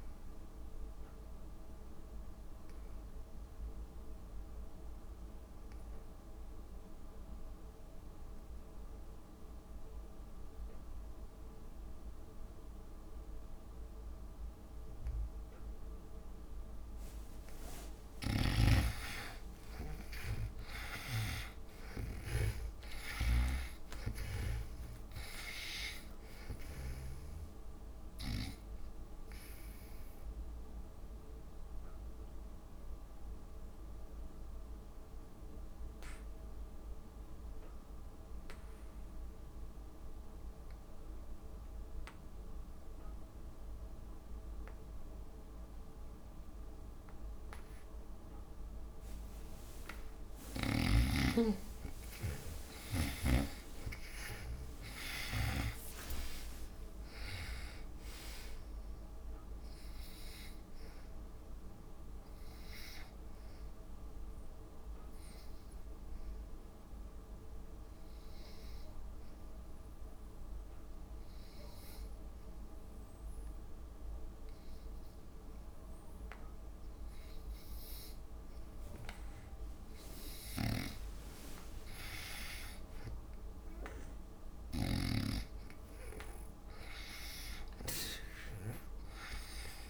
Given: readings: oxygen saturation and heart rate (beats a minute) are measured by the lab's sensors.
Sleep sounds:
breathing in sleep by a room microphone; 3
0.00-3.50 s: oxygen desaturation (device-marked, oxygen 79% lowest)
2.00-17.00 s: obstructive apnea (oxygen 96% before, 81% lowest)
16.50-38.50 s: oxygen desaturation (device-marked, oxygen 99% before, 81% lowest)
18.50-22.50 s: snoring (device-marked)
20.00-24.00 s: arousal
30.50-49.50 s: obstructive apnea (oxygen 99% before, 81% lowest)
46.50-71.50 s: oxygen desaturation (device-marked, oxygen 98% before, 87% lowest)
52.00-57.00 s: arousal
64.00-80.00 s: obstructive apnea (oxygen 98% before, 87% lowest)
78.50-89.90 s: oxygen desaturation (device-marked, oxygen 98% before, 89% lowest)
80.50-85.50 s: snoring (device-marked)
82.50-87.00 s: arousal
From the record:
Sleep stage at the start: N2 (light sleep); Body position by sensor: on the back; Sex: female

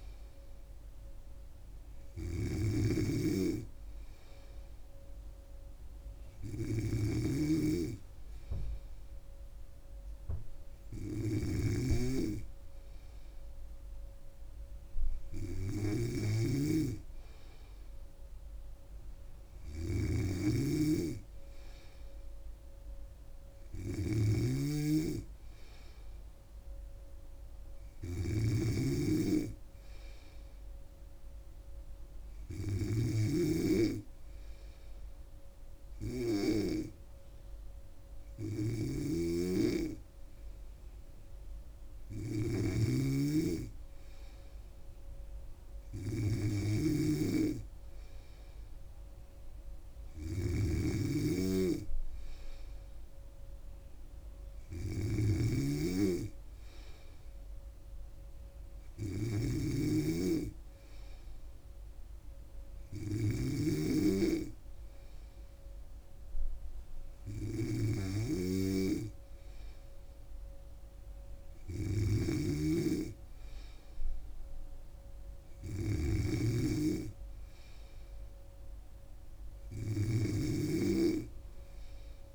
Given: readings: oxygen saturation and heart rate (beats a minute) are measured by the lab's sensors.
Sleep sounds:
breathing in sleep by a room microphone; none
0.00-82.35 s: snoring (device-marked)
From the record:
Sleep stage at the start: N3 (deep sleep); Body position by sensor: on the back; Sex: female

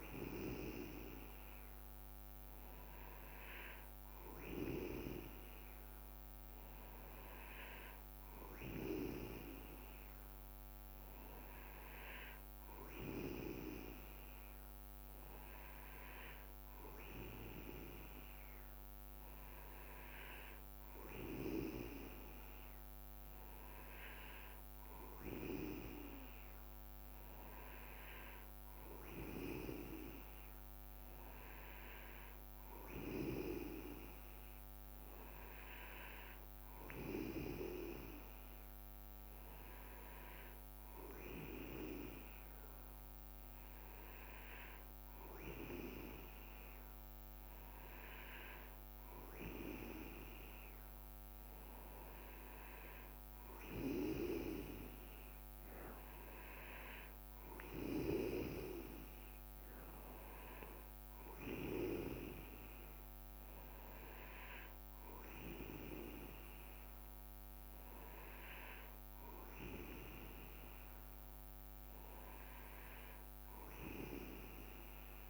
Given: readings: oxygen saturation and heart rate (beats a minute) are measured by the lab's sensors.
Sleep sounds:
breathing in sleep by a microphone on the trachea; none
none scored
From the record:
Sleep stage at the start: N2 (light sleep); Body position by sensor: on the back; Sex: male

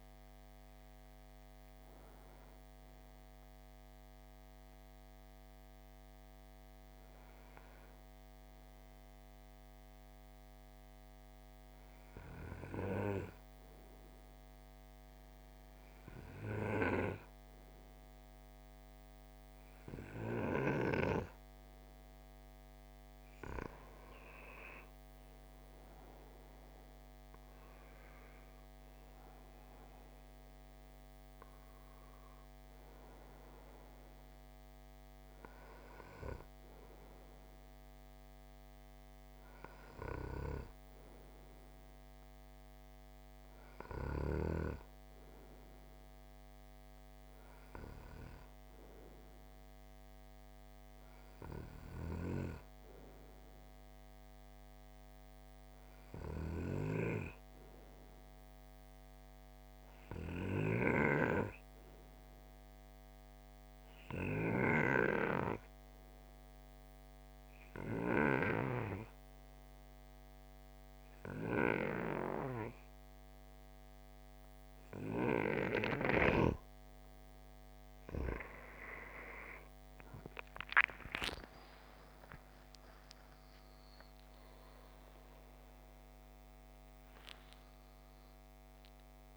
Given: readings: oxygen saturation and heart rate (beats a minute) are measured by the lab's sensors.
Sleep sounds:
breathing in sleep by a microphone on the trachea; 2
0.00-5.50 s: oxygen desaturation (device-marked, oxygen 91% lowest, heart rate 50 extreme)
10.00-22.50 s: obstructive apnea (oxygen 97% before, 91% lowest, heart rate 56 before, 53 extreme, up 11 after)
20.50-52.50 s: oxygen desaturation (device-marked, oxygen 97% before, 91% lowest, heart rate 53 before, 53 extreme)
25.50-30.50 s: arousal
52.50-77.00 s: obstructive apnea (oxygen 95% before, 89% lowest, heart rate 57 before, 53 extreme, up 22 after)
73.50-89.37 s: new sleep stage, awake
76.50-89.37 s: oxygen desaturation (device-marked, oxygen 94% before, 89% lowest, heart rate 55 before, 56 extreme)
From the record:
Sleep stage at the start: N2 (light sleep); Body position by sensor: on the right side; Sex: male

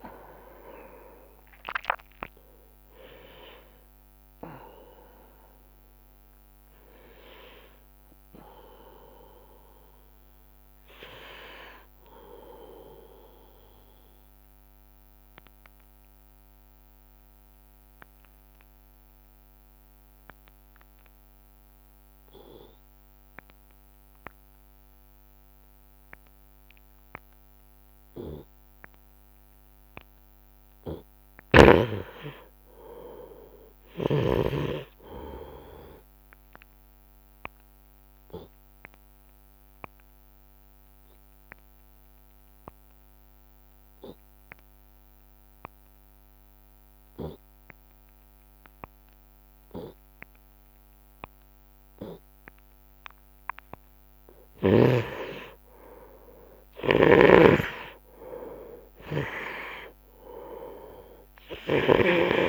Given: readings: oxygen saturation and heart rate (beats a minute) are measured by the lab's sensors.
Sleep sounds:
breathing in sleep by a microphone on the trachea; 2
0.00-1.50 s: arousal
0.00-10.00 s: oxygen desaturation (device-marked, oxygen 92% lowest)
14.50-29.50 s: obstructive apnea (oxygen 98% before, 87% lowest)
32.00-36.50 s: arousal
38.00-53.00 s: obstructive apnea (oxygen 99% before, 87% lowest)
40.00-59.00 s: oxygen desaturation (device-marked, oxygen 99% before, 91% lowest)
56.00-61.00 s: arousal
57.00-62.49 s: snoring (device-marked)
From the record:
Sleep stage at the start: N2 (light sleep); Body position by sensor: on the right side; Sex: male

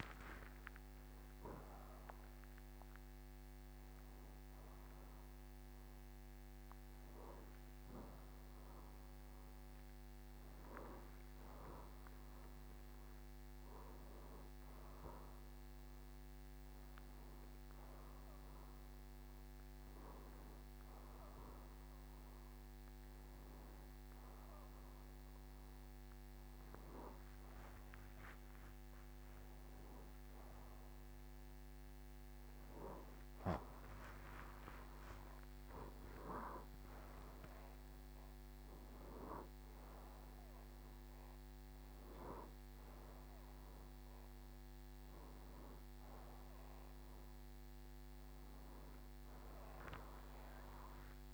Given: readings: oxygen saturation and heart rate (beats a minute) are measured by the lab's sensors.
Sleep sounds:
a person partly awake in a sleep study, by a microphone on the trachea; none
10.00-51.34 s: new sleep stage, N1 (lightest sleep)
50.00-51.34 s: arousal
From the record:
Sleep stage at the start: awake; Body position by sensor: on the right side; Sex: male

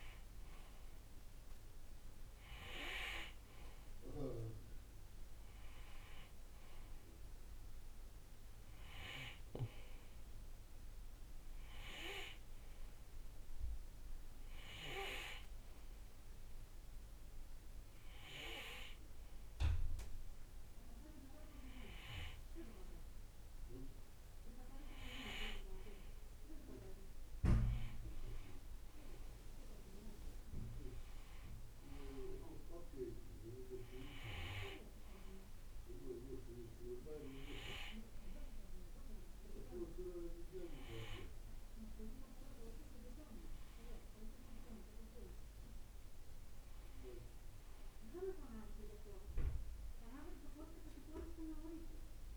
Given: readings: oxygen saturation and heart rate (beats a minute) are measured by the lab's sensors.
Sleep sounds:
breathing in sleep by a room microphone; 1
0.00-9.50 s: oxygen desaturation (device-marked, oxygen 92% lowest, heart rate 61 extreme)
12.50-24.50 s: hypopnea (oxygen 96% before, 92% lowest, heart rate 64 before, 58 extreme, up 8 after)
27.00-31.50 s: arousal
From the record:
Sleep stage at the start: N2 (light sleep); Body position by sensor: on the right side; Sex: male

